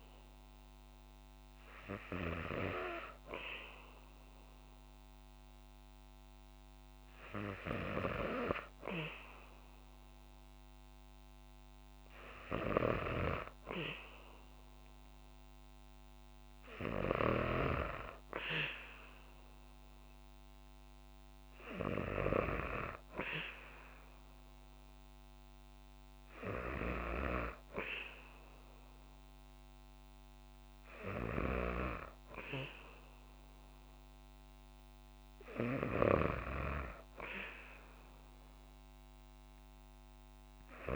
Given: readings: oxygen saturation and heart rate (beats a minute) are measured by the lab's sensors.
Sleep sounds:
breathing in sleep by a microphone on the trachea; none
none scored
From the record:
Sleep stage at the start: N2 (light sleep); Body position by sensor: on the back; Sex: female

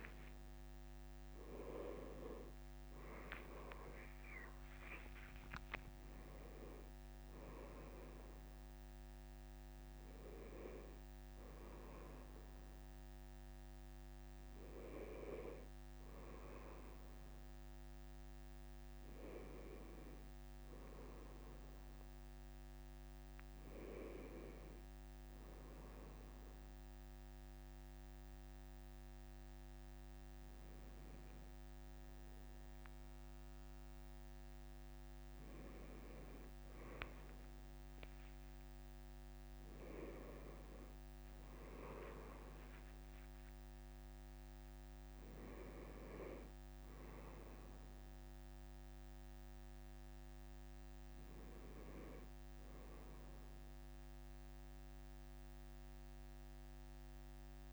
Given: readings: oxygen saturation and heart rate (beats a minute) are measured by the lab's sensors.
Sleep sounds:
a person awake in a sleep study, by a microphone on the trachea; none
37.00-39.00 s: leg movement (device-marked)
From the record:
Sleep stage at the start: awake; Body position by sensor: on the right side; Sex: male

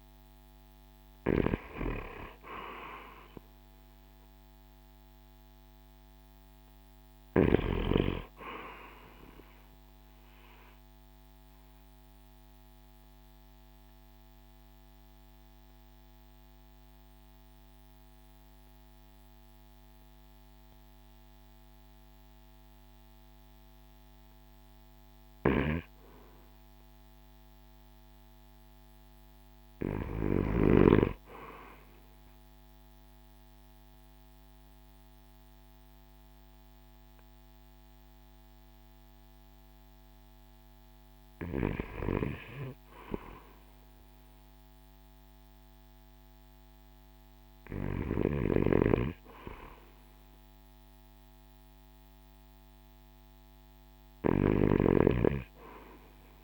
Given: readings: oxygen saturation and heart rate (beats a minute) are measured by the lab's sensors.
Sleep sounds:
breathing in sleep by a microphone on the trachea; 2
9.50-24.00 s: obstructive apnea (oxygen 97% before, 84% lowest, heart rate 54 before, 51 extreme, up 4 after)
26.50-29.50 s: arousal
28.00-56.44 s: oxygen desaturation (device-marked, oxygen 92% before, 84% lowest, heart rate 53 before, 52 extreme)
31.50-41.50 s: obstructive apnea (oxygen 94% before, 84% lowest, heart rate 53 before, 52 extreme, up 2 after)
45.00-49.50 s: arousal
47.50-54.00 s: snoring (device-marked)
From the record:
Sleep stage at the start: REM sleep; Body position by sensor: on the right side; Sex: male

